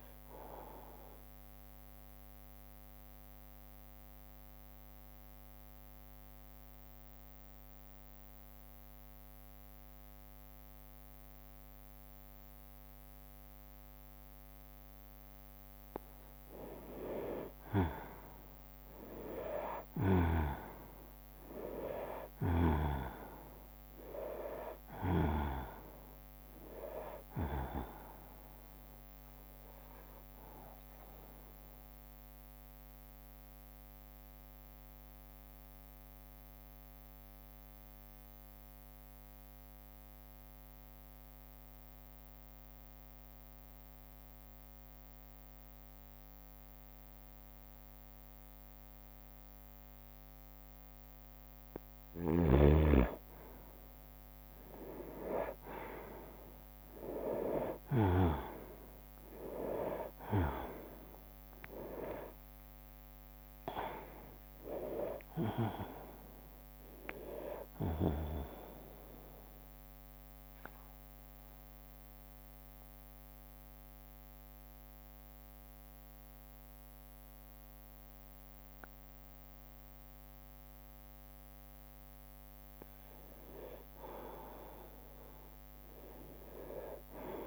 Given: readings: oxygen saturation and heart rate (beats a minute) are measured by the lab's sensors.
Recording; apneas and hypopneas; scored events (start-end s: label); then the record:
breathing in sleep by a microphone on the trachea; 3
1.00-16.50 s: mixed apnea (oxygen 98% before, 92% lowest, heart rate 71 before, 60 extreme, up 9 after)
18.50-23.00 s: arousal
18.50-45.50 s: oxygen desaturation (device-marked, oxygen 98% before, 93% lowest, heart rate 63 before, 60 extreme)
31.50-52.50 s: obstructive apnea (oxygen 99% before, 91% lowest, heart rate 65 before, 60 extreme, up 7 after)
55.00-60.50 s: arousal
57.50-86.50 s: oxygen desaturation (device-marked, oxygen 98% before, 91% lowest, heart rate 61 before, 57 extreme)
60.50-71.50 s: drop in pulse transit time (device-marked, heart rate 63 before, 70 extreme)
61.50-63.50 s: tachycardia (device-marked, heart rate 68 before, 72 extreme)
65.00-67.00 s: long interval between heartbeats (device-marked, heart rate 66 before, 103 extreme)
71.00-73.00 s: long interval between heartbeats (device-marked, heart rate 77 before, 74 extreme)
71.00-82.00 s: obstructive apnea (oxygen 98% before, 91% lowest, heart rate 77 before, 57 extreme, up 4 after)
77.50-83.50 s: bradycardia (device-marked, heart rate 69 before, 57 extreme)
83.50-87.47 s: arousal
85.50-87.47 s: drop in pulse transit time (device-marked, heart rate 78 before, 59 extreme)
From the record:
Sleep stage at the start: N2 (light sleep); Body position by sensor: on the right side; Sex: male